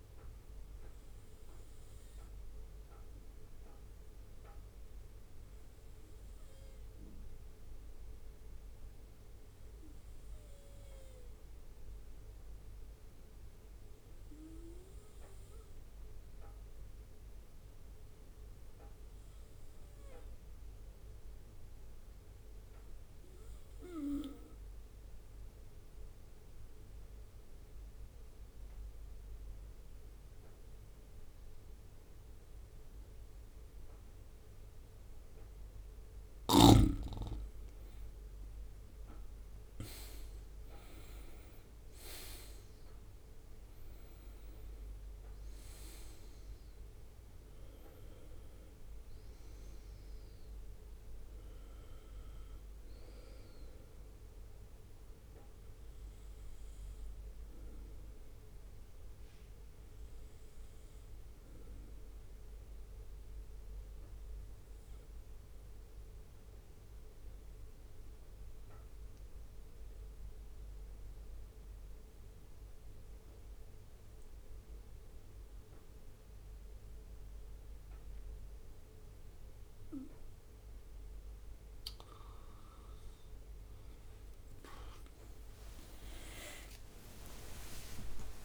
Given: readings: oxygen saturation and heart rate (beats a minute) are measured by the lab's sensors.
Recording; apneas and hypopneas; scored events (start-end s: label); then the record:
breathing in sleep by a room microphone; 2
6.00-9.00 s: arousal
12.00-35.50 s: obstructive apnea (oxygen 96% before, 94% lowest, heart rate 64 before, 62 extreme, up 8 after)
38.00-42.00 s: arousal
62.50-80.00 s: obstructive apnea (oxygen 96% before, 94% lowest, heart rate 65 before, 63 extreme, up 7 after)
85.00-88.44 s: leg movement (device-marked)
85.50-88.44 s: arousal
From the record:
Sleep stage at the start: N2 (light sleep); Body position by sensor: on the right side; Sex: male